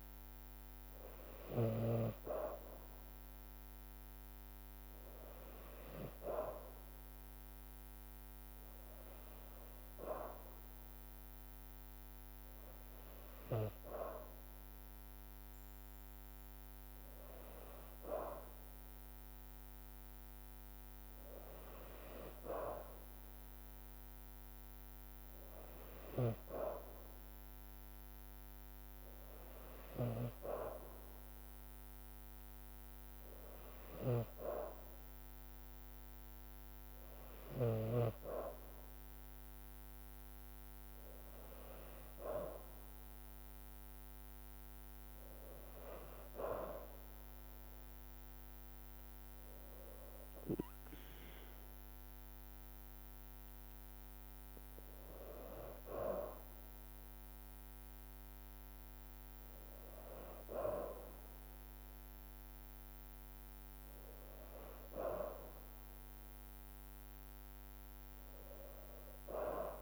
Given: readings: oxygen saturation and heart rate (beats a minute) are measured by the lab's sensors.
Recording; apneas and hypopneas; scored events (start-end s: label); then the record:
breathing in sleep by a microphone on the trachea; none
51.50-64.50 s: drop in pulse transit time (device-marked, heart rate 55 before, 54 extreme)
From the record:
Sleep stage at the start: N2 (light sleep); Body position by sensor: on the back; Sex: female